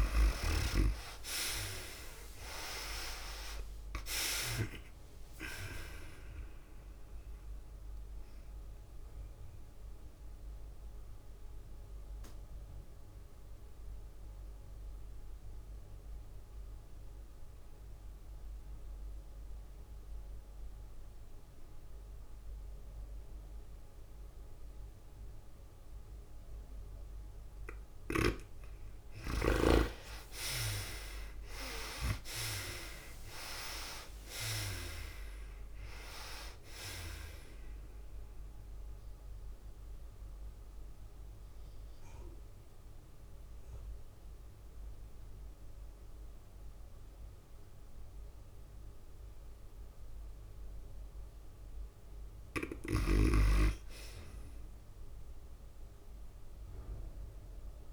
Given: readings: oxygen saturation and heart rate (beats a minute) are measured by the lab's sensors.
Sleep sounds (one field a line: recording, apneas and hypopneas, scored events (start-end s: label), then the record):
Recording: breathing in sleep by a room microphone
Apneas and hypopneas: 2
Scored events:
0.00-2.50 s: arousal
0.00-20.00 s: oxygen desaturation (device-marked, oxygen 58% lowest, heart rate 105 extreme)
1.00-57.93 s: tachycardia (device-marked, heart rate 104 before, 122 extreme)
5.00-19.00 s: drop in pulse transit time (device-marked, heart rate 98 before, 108 extreme)
9.50-28.00 s: mixed apnea (oxygen 70% before, 58% lowest, heart rate 101 before, 105 extreme, up 17 after)
22.00-47.00 s: oxygen desaturation (device-marked, oxygen 97% before, 64% lowest, heart rate 111 before, 105 extreme)
29.50-34.00 s: arousal
31.00-33.00 s: long interval between heartbeats (device-marked, heart rate 110 before, 116 extreme)
34.00-47.00 s: drop in pulse transit time (device-marked, heart rate 110 before, 113 extreme)
38.50-51.00 s: mixed apnea (oxygen 97% before, 54% lowest, heart rate 111 before, 102 extreme)
52.00-56.00 s: arousal
52.00-57.93 s: oxygen desaturation (device-marked, oxygen 98% before, 74% lowest, heart rate 115 before, 90 extreme)
From the record:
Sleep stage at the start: REM sleep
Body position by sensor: on the back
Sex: female